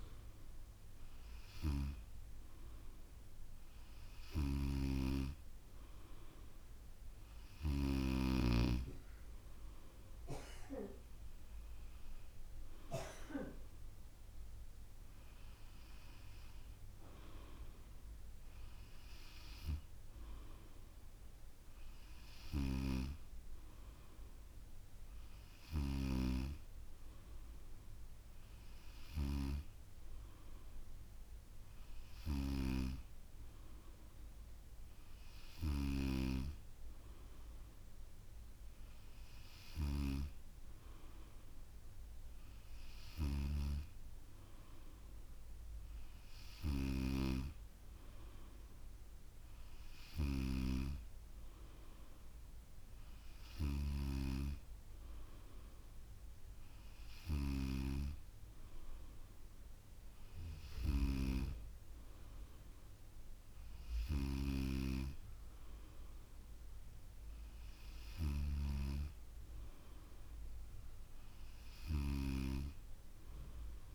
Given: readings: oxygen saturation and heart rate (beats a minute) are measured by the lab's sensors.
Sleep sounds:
breathing in sleep by a room microphone; none
0.50-73.95 s: new sleep stage, N3 (deep sleep)
From the record:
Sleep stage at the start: N2 (light sleep); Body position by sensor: on the back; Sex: female

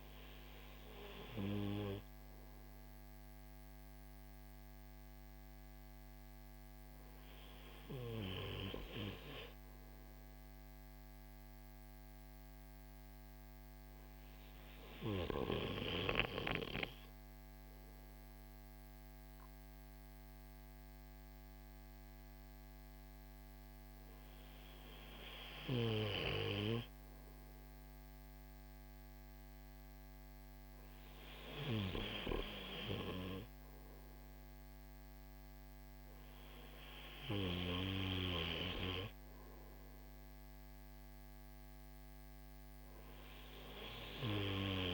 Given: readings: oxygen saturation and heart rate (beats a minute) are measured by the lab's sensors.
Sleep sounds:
breathing in sleep by a microphone on the trachea; none
none scored
From the record:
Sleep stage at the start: REM sleep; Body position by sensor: on the right side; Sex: male

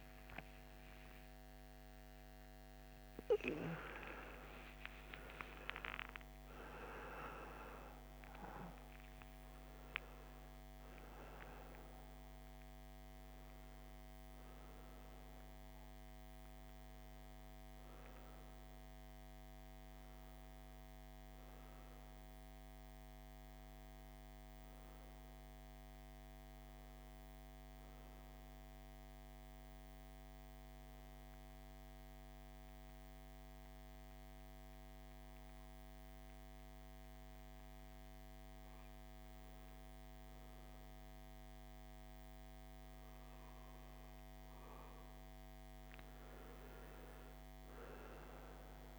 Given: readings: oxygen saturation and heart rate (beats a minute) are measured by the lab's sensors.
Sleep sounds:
a person partly awake in a sleep study, by a microphone on the trachea; 1
0.00-1.50 s: oxygen desaturation (device-marked, oxygen 94% lowest, heart rate 55 extreme)
12.50-42.50 s: new sleep stage, N1 (lightest sleep)
30.00-42.00 s: hypopnea (oxygen 98% before, 93% lowest, heart rate 65 before, 51 extreme, up 9 after)
42.50-48.99 s: new sleep stage, N2 (light sleep)
43.50-48.50 s: arousal
From the record:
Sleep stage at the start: awake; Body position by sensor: on the back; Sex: male

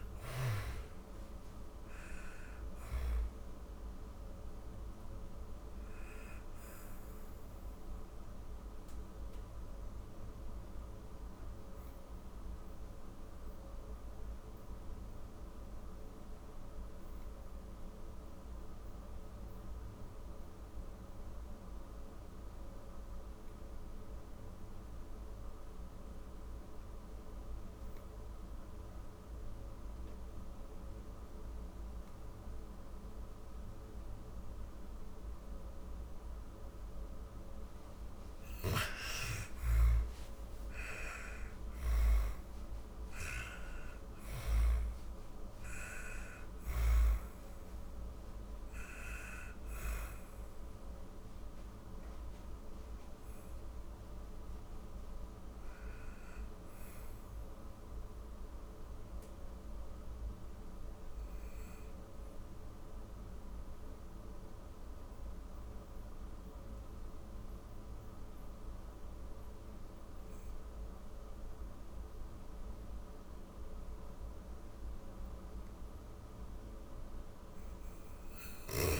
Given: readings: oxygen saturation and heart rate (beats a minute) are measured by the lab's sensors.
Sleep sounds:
breathing in sleep by a room microphone; 2
0.00-17.00 s: oxygen desaturation (device-marked, oxygen 82% lowest, heart rate 39 extreme)
4.00-35.00 s: obstructive apnea (oxygen 97% before, 82% lowest, heart rate 91 before, 39 extreme, up 44 after)
35.00-59.00 s: oxygen desaturation (device-marked, oxygen 98% before, 89% lowest, heart rate 57 before, 52 extreme)
38.50-44.00 s: arousal
60.00-74.00 s: obstructive apnea (oxygen 98% before, 90% lowest, heart rate 69 before, 51 extreme, up 6 after)
77.00-79.00 s: arousal
From the record:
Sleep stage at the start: N1 (lightest sleep); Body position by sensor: on the back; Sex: female

